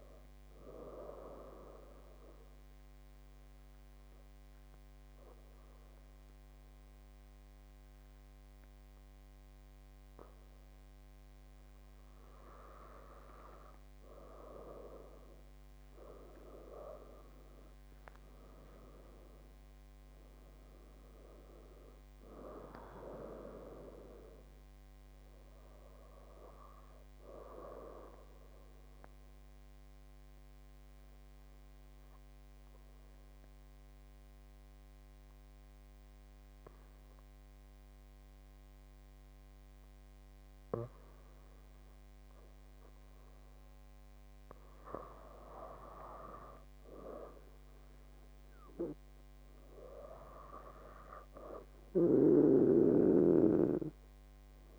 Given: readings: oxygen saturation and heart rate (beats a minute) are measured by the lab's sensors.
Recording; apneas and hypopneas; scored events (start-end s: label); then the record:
breathing in sleep by a microphone on the trachea; 2
3.00-14.00 s: obstructive apnea (oxygen 99% before, 95% lowest)
17.00-21.50 s: arousal
29.00-45.50 s: obstructive apnea (oxygen 99% before, 95% lowest)
47.00-49.50 s: arousal
From the record:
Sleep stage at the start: N2 (light sleep); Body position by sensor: on the back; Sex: female